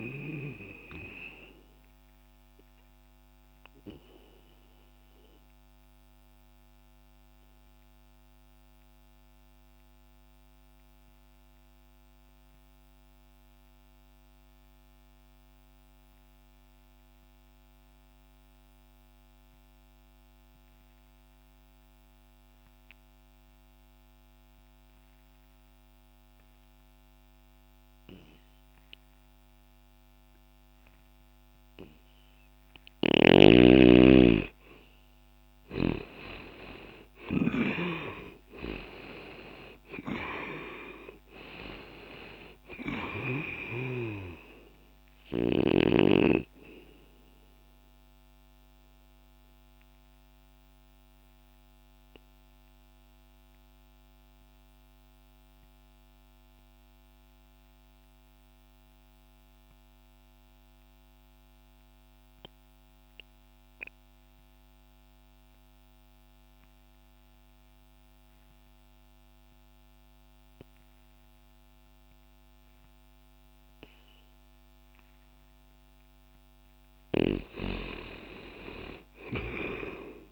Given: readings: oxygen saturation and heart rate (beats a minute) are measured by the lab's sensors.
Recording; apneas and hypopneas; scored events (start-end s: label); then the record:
breathing in sleep by a microphone on the trachea; 2
0.00-29.00 s: oxygen desaturation (device-marked, oxygen 75% lowest, heart rate 60 extreme)
2.50-32.00 s: mixed apnea (oxygen 96% before, 75% lowest, heart rate 60 before, 60 extreme, up 0 after)
34.50-39.00 s: arousal
41.00-50.00 s: oxygen desaturation (device-marked, oxygen 96% before, 91% lowest, heart rate 60 before, 60 extreme)
48.50-75.00 s: mixed apnea (oxygen 96% before, 81% lowest, heart rate 60 before, 60 extreme, up 0 after)
59.00-73.00 s: oxygen desaturation (device-marked, oxygen 92% before, 84% lowest, heart rate 60 before, 60 extreme)
78.00-80.32 s: arousal
From the record:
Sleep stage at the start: N2 (light sleep); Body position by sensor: on the back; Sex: male